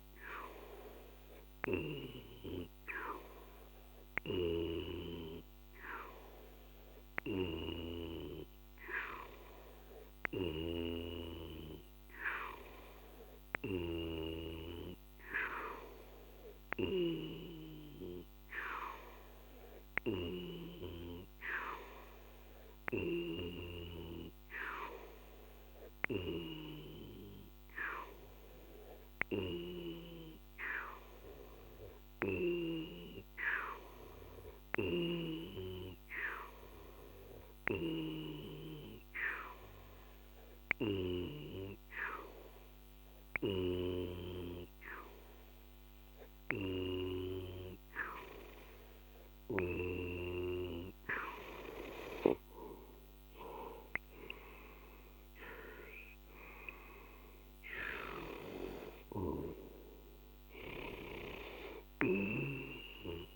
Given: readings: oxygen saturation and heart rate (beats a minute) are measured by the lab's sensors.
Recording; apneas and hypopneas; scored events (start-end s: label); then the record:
breathing in sleep by a microphone on the trachea; none
62.00-63.36 s: snoring (device-marked)
From the record:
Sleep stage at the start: N2 (light sleep); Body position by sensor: on the left side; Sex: male